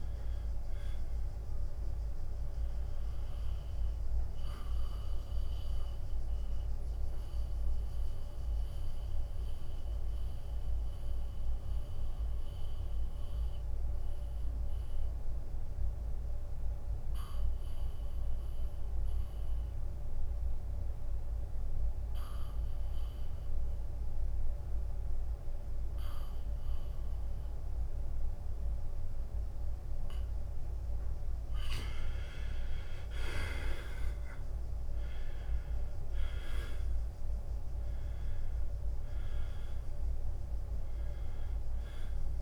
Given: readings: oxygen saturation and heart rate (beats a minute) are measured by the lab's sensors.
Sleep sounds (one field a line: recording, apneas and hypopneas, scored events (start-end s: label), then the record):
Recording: breathing in sleep, hard to hear, by a room microphone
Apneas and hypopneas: 1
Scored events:
0.00-7.50 s: drop in pulse transit time (device-marked, heart rate 81 extreme)
5.00-31.00 s: mixed apnea (oxygen 98% before, 86% lowest, heart rate 84 before, 80 extreme, up 6 after)
14.50-24.50 s: oxygen desaturation (device-marked, oxygen 96% before, 88% lowest, heart rate 83 before, 80 extreme)
33.50-42.42 s: drop in pulse transit time (device-marked, heart rate 81 before, 83 extreme)
34.00-39.00 s: arousal
34.50-41.50 s: oxygen desaturation (device-marked, oxygen 97% before, 93% lowest, heart rate 81 before, 79 extreme)
From the record:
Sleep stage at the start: N2 (light sleep)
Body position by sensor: on the back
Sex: male